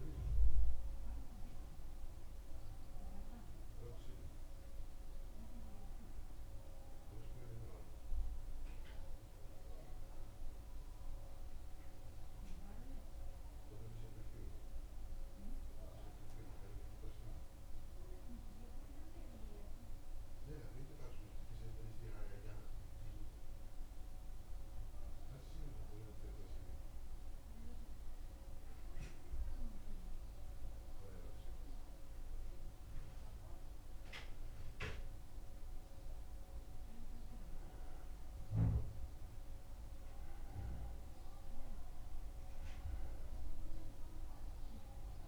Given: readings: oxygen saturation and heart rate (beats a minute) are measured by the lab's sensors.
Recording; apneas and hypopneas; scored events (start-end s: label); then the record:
breathing in sleep by a room microphone; 1
11.00-28.00 s: central apnea (oxygen 96% before, 94% lowest, heart rate 78 before, 76 extreme, up 1 after)
31.00-36.50 s: arousal
From the record:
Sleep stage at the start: N1 (lightest sleep); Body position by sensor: on the back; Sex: male